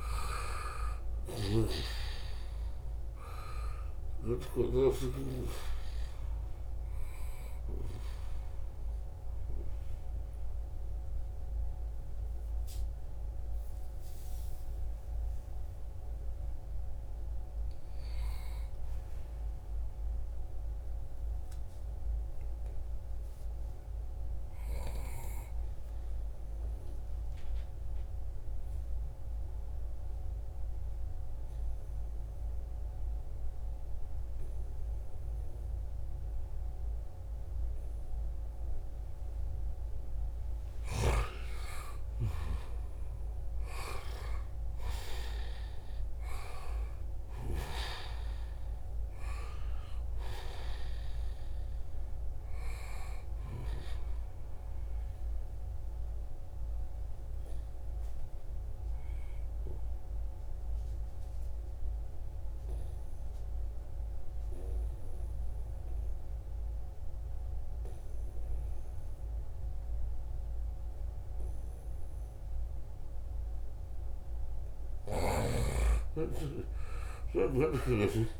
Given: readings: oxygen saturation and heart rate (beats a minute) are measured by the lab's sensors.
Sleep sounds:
breathing in sleep by a room microphone; 3
0.00-4.00 s: snoring (device-marked)
6.50-16.50 s: obstructive apnea (oxygen 98% before, 87% lowest, heart rate 74 before, 68 extreme)
7.00-17.00 s: oxygen desaturation (device-marked, oxygen 97% before, 93% lowest, heart rate 74 before, 68 extreme)
19.50-23.50 s: arousal
27.50-40.00 s: obstructive apnea (oxygen 97% before, 87% lowest, heart rate 77 before, 68 extreme, up 8 after)
29.00-66.00 s: oxygen desaturation (device-marked, oxygen 96% before, 87% lowest, heart rate 76 before, 68 extreme)
41.50-46.00 s: arousal
59.50-74.00 s: obstructive apnea (oxygen 95% before, 88% lowest, heart rate 78 before, 68 extreme, up 5 after)
75.50-78.40 s: arousal
From the record:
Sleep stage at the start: N2 (light sleep); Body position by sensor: on the right side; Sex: male

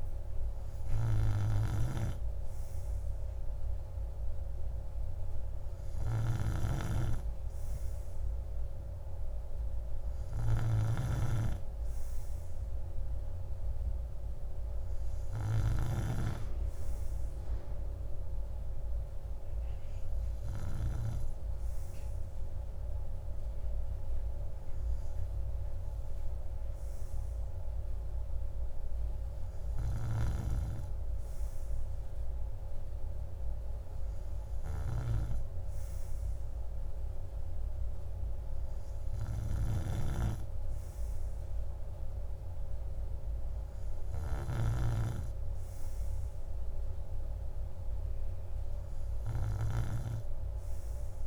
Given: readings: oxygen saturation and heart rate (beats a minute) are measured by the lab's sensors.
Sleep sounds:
breathing in sleep by a room microphone; none
none scored
From the record:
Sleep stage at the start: N3 (deep sleep); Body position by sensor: on the right side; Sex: male

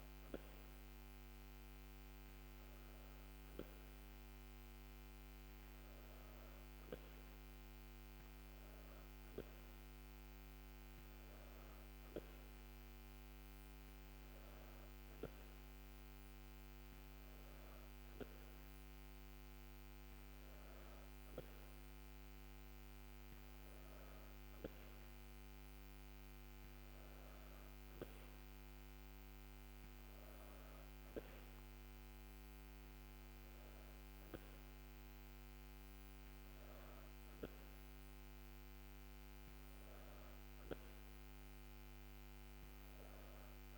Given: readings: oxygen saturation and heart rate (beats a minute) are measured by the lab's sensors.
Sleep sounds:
breathing in sleep by a microphone on the trachea; none
none scored
From the record:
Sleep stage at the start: N2 (light sleep); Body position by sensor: on the back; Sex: female

